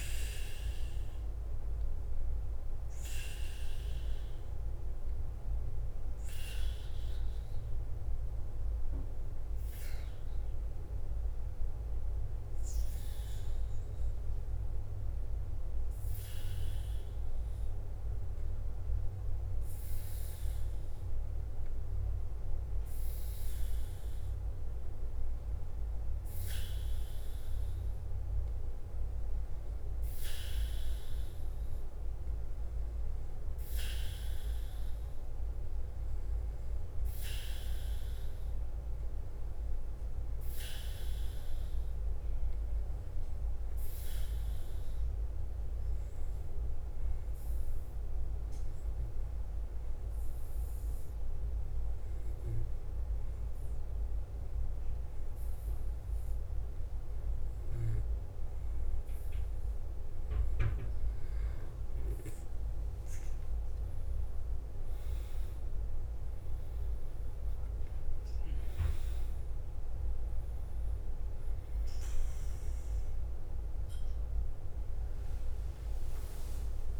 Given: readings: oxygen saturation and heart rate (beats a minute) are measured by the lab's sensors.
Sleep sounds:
breathing in sleep, hard to hear, by a room microphone; 2
0.00-77.00 s: bradycardia (device-marked, heart rate 44 extreme)
6.00-24.50 s: hypopnea (oxygen 98% before, 94% lowest, heart rate 53 before, 50 extreme, up 1 after)
27.00-30.50 s: arousal
44.00-60.50 s: obstructive apnea (oxygen 97% before, 93% lowest, heart rate 51 before, 51 extreme, up 4 after)
63.50-68.50 s: arousal
From the record:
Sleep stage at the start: N2 (light sleep); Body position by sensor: on the back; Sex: male

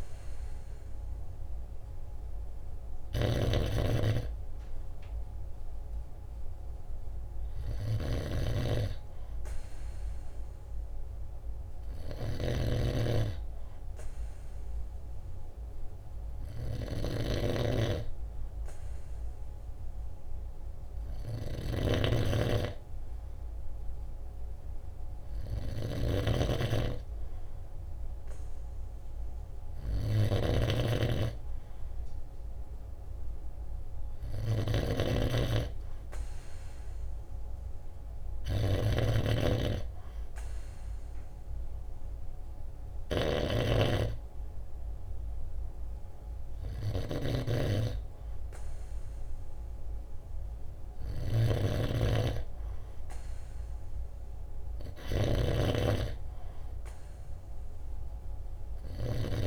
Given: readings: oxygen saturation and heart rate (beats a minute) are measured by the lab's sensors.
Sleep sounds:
breathing in sleep by a room microphone; 1
0.00-13.00 s: snoring (device-marked)
7.50-21.00 s: hypopnea (oxygen 95% before, 94% lowest, heart rate 50 before, 50 extreme, up 1 after)
22.00-44.00 s: snoring (device-marked)
22.50-25.50 s: arousal
51.00-59.47 s: snoring (device-marked)
From the record:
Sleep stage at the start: N2 (light sleep); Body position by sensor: on the right side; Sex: male

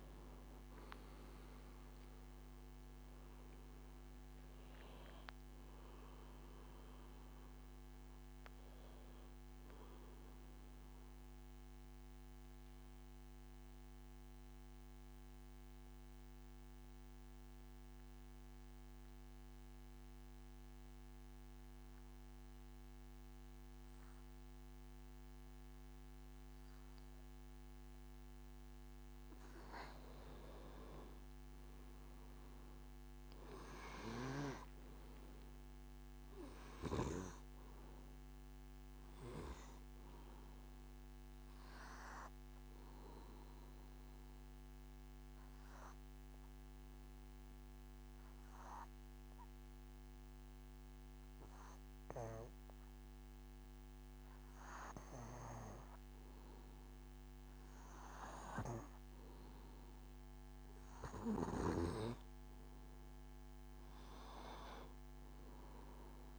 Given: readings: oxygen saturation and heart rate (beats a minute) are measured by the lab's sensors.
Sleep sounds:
breathing in sleep by a microphone on the trachea; 2
0.00-1.50 s: arousal
0.00-16.50 s: oxygen desaturation (device-marked, oxygen 91% lowest, heart rate 69 extreme)
13.00-29.00 s: mixed apnea (oxygen 99% before, 90% lowest, heart rate 83 before, 65 extreme, up 3 after)
31.00-34.00 s: arousal
35.50-49.50 s: oxygen desaturation (device-marked, oxygen 99% before, 90% lowest, heart rate 74 before, 65 extreme)
41.00-58.00 s: obstructive apnea (oxygen 99% before, 90% lowest, heart rate 71 before, 65 extreme, up 8 after)
61.50-66.39 s: oxygen desaturation (device-marked, oxygen 99% before, 95% lowest, heart rate 68 before, 66 extreme)
62.50-66.39 s: arousal
From the record:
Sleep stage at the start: N2 (light sleep); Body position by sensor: on the back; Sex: male

